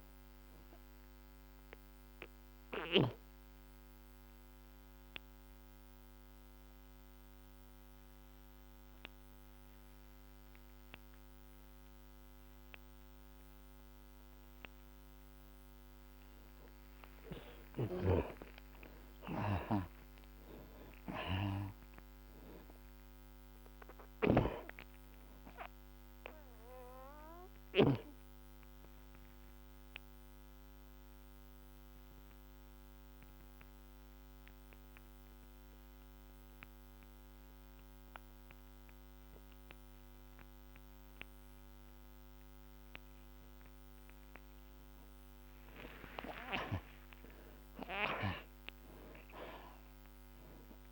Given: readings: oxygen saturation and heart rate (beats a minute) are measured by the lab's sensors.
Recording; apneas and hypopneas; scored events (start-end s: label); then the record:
breathing in sleep by a microphone on the trachea; 2
0.00-3.00 s: oxygen desaturation (device-marked, oxygen 84% lowest, heart rate 53 extreme)
2.00-15.00 s: obstructive apnea (oxygen 94% before, 67% lowest, heart rate 61 before, 53 extreme, up 15 after)
5.00-17.00 s: oxygen desaturation (device-marked, oxygen 86% before, 67% lowest, heart rate 64 before, 53 extreme)
17.00-22.50 s: arousal
24.00-28.00 s: snoring (device-marked)
26.50-43.50 s: obstructive apnea (oxygen 92% before, 68% lowest, heart rate 60 before, 55 extreme, up 17 after)
45.00-49.50 s: arousal
From the record:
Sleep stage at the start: N2 (light sleep); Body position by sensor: on the back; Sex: male